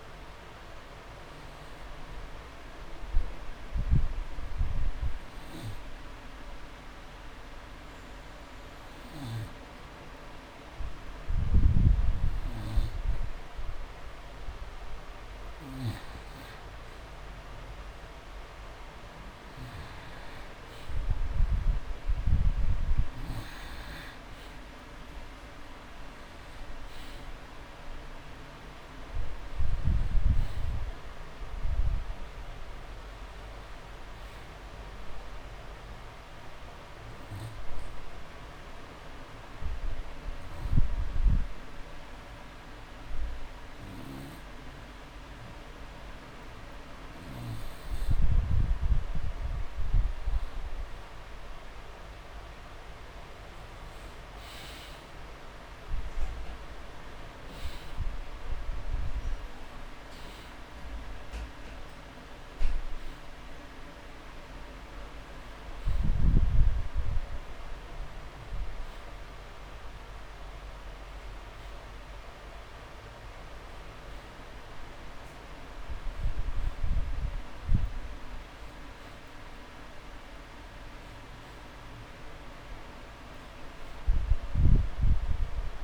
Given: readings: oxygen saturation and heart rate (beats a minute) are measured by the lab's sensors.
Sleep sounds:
breathing in sleep, hard to hear, by a room microphone; 2
1.00-14.50 s: hypopnea (oxygen 100% before, 92% lowest)
6.50-8.50 s: long interval between heartbeats (device-marked)
7.50-45.50 s: oxygen desaturation (device-marked, oxygen 99% before, 92% lowest)
17.50-20.50 s: arousal
34.00-36.00 s: long interval between heartbeats (device-marked)
37.00-50.00 s: obstructive apnea (oxygen 97% before, 92% lowest)
46.00-48.00 s: long interval between heartbeats (device-marked)
53.50-57.00 s: arousal
66.50-82.50 s: oxygen desaturation (device-marked, oxygen 97% before, 92% lowest)
From the record:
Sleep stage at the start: N2 (light sleep); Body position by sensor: on the back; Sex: male

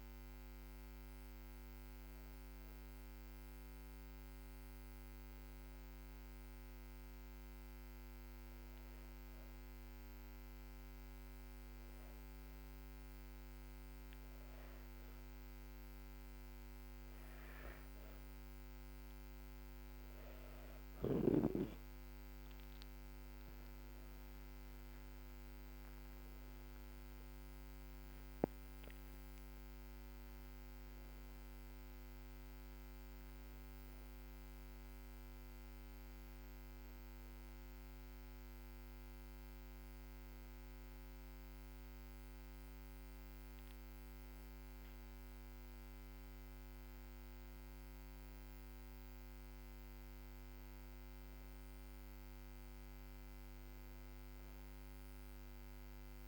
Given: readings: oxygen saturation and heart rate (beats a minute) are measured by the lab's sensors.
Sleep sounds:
breathing in sleep, hard to hear, by a microphone on the trachea; 1
2.00-15.50 s: hypopnea (oxygen 98% before, 94% lowest, heart rate 79 before, 75 extreme, up 14 after)
23.50-29.50 s: arousal
From the record:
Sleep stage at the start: N2 (light sleep); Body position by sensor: on the back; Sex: female

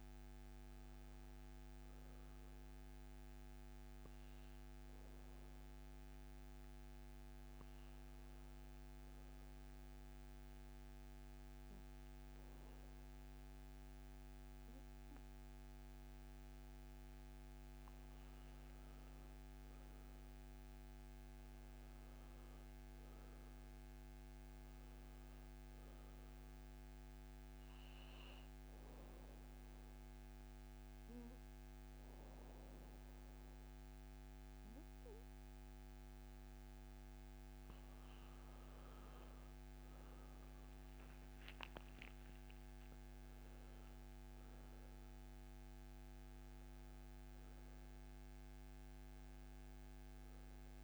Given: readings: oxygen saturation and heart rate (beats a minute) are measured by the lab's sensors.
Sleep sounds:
breathing in sleep, hard to hear, by a microphone on the trachea; 2
0.00-13.50 s: oxygen desaturation (device-marked, oxygen 93% lowest, heart rate 64 extreme)
9.00-19.00 s: obstructive apnea (oxygen 97% before, 90% lowest, heart rate 69 before, 64 extreme, up 8 after)
20.50-23.50 s: arousal
22.50-38.50 s: oxygen desaturation (device-marked, oxygen 95% before, 90% lowest, heart rate 67 before, 69 extreme)
29.00-39.00 s: obstructive apnea (oxygen 95% before, 88% lowest, heart rate 68 before, 69 extreme, up 11 after)
41.50-44.50 s: arousal
44.50-50.84 s: oxygen desaturation (device-marked, oxygen 96% before, 91% lowest, heart rate 73 before, 62 extreme)
From the record:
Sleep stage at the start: N2 (light sleep); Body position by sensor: on the back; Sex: male

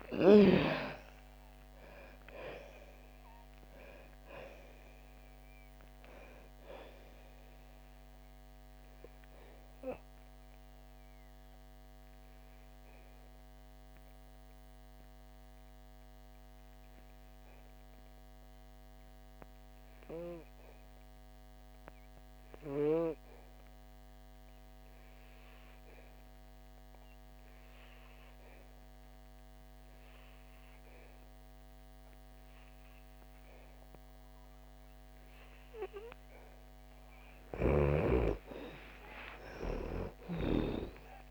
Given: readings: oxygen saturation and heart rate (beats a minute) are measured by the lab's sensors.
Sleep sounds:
breathing in sleep by a microphone on the trachea; 1
0.00-2.00 s: arousal
0.00-24.50 s: oxygen desaturation (device-marked, oxygen 81% lowest, heart rate 60 extreme)
8.50-36.50 s: obstructive apnea (oxygen 98% before, 81% lowest, heart rate 72 before, 60 extreme, up 23 after)
30.50-41.31 s: oxygen desaturation (device-marked, oxygen 99% before, 83% lowest, heart rate 64 before, 59 extreme)
38.50-41.31 s: arousal
From the record:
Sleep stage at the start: N2 (light sleep); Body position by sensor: on the back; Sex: female

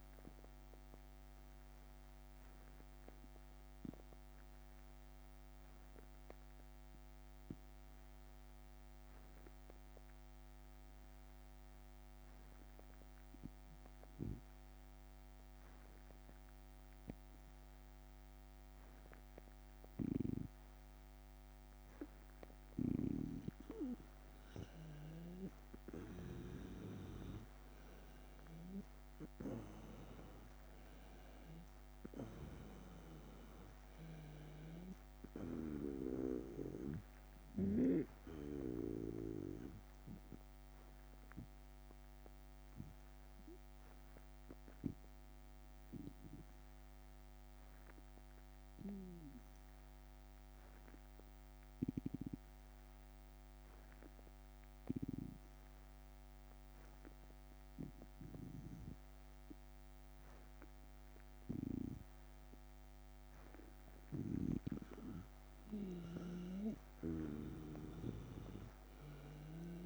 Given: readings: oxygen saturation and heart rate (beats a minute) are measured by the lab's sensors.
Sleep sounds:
breathing in sleep by a microphone on the trachea; 2
0.50-22.50 s: obstructive apnea (oxygen 97% before, 92% lowest, heart rate 79 before, 78 extreme, up 4 after)
22.50-40.50 s: oxygen desaturation (device-marked, oxygen 97% before, 92% lowest, heart rate 78 before, 75 extreme)
26.00-29.50 s: arousal
26.50-40.50 s: drop in pulse transit time (device-marked, heart rate 78 before, 80 extreme)
34.00-37.50 s: snoring (device-marked)
41.00-62.50 s: obstructive apnea (oxygen 97% before, 92% lowest, heart rate 81 before, 75 extreme, up 4 after)
64.00-69.86 s: snoring (device-marked)
65.50-69.86 s: oxygen desaturation (device-marked, oxygen 97% before, 92% lowest, heart rate 76 before, 76 extreme)
67.50-69.86 s: arousal
68.50-69.86 s: drop in pulse transit time (device-marked, heart rate 76 before, 79 extreme)
From the record:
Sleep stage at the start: N2 (light sleep); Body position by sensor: on the right side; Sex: male

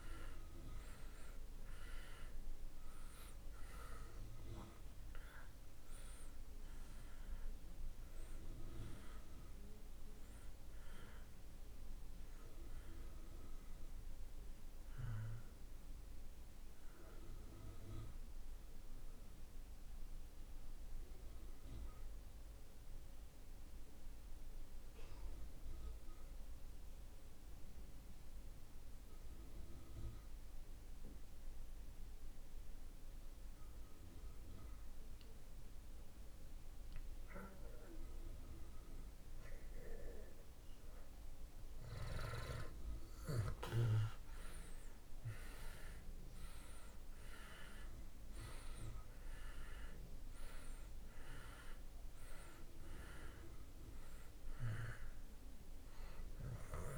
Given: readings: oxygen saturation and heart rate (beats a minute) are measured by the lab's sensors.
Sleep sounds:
breathing in sleep by a room microphone; 1
0.50-34.50 s: oxygen desaturation (device-marked, oxygen 96% before, 77% lowest)
17.50-35.50 s: mixed apnea (oxygen 96% before, 76% lowest)
41.00-47.50 s: arousal
45.50-56.98 s: oxygen desaturation (device-marked, oxygen 97% before, 76% lowest)
From the record:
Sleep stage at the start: N2 (light sleep); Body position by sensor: on the back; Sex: male

